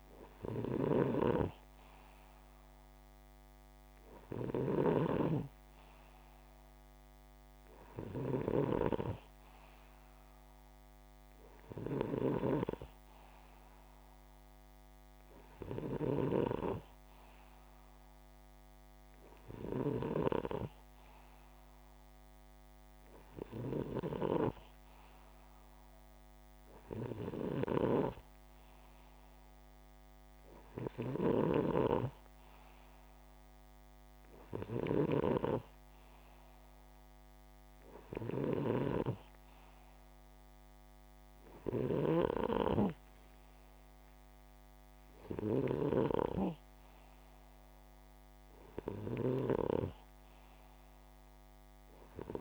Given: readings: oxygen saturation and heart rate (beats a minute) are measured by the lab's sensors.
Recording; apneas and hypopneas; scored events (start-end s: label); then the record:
breathing in sleep by a microphone on the trachea; none
0.00-8.00 s: snoring (device-marked)
30.00-45.00 s: snoring (device-marked)
From the record:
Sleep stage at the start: N2 (light sleep); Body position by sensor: upright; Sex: male